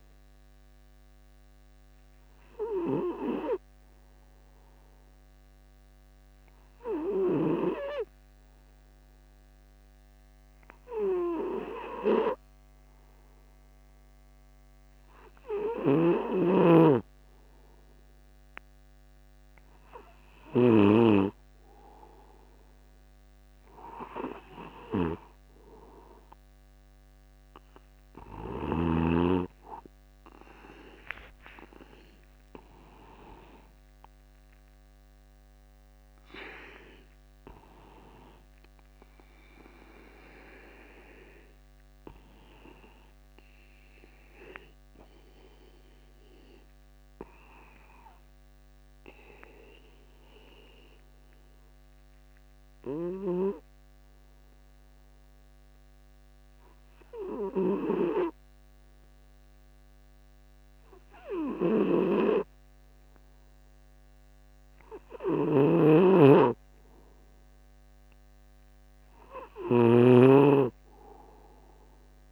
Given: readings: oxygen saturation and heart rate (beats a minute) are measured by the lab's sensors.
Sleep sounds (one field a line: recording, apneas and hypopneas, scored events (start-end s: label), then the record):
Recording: breathing in sleep by a microphone on the trachea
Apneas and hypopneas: 2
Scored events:
2.00-20.00 s: obstructive apnea (oxygen 97% before, 94% lowest, heart rate 50 before, 49 extreme, up 1 after)
16.00-21.50 s: snoring (device-marked)
24.00-28.00 s: arousal
31.00-33.00 s: long interval between heartbeats (device-marked, heart rate 50 before, 62 extreme)
45.00-66.00 s: obstructive apnea (oxygen 96% before, 94% lowest, heart rate 56 before, 50 extreme, up 0 after)
58.00-70.50 s: snoring (device-marked)
69.50-72.32 s: arousal
From the record:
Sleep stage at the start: N2 (light sleep)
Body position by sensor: upright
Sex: male